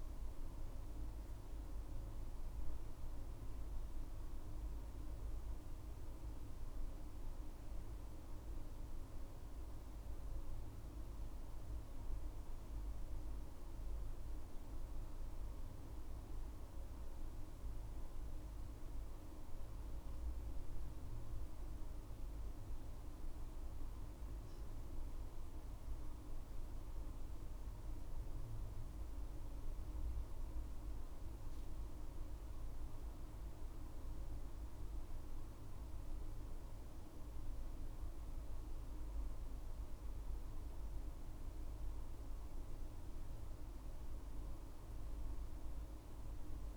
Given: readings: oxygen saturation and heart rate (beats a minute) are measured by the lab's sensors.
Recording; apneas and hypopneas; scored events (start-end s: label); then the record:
breathing in sleep, hard to hear, by a room microphone; none
none scored
From the record:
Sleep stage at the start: N1 (lightest sleep); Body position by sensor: on the back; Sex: female